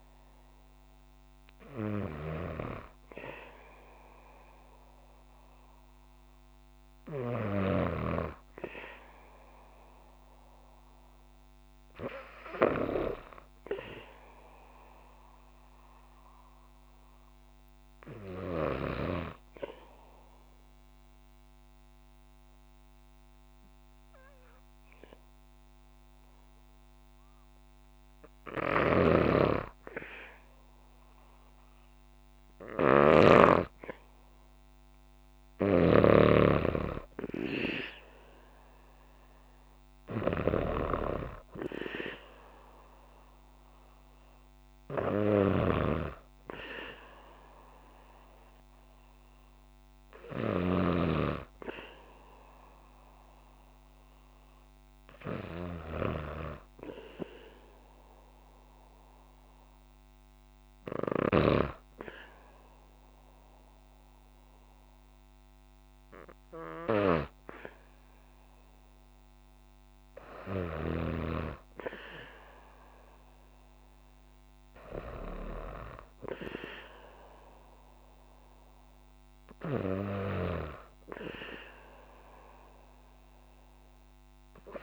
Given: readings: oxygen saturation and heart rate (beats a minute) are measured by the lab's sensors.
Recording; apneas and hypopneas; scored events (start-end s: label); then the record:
breathing in sleep by a microphone on the trachea; 2
16.00-30.00 s: hypopnea (oxygen 97% before, 93% lowest, heart rate 58 before, 58 extreme, up 4 after)
28.00-33.00 s: snoring (device-marked)
32.50-36.00 s: arousal
33.50-56.50 s: oxygen desaturation (device-marked, oxygen 97% before, 93% lowest, heart rate 59 before, 58 extreme)
35.00-50.50 s: snoring (device-marked)
56.00-68.50 s: hypopnea (oxygen 97% before, 94% lowest, heart rate 60 before, 58 extreme, up 1 after)
70.50-74.00 s: arousal
From the record:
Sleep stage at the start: N2 (light sleep); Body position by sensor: on the back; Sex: female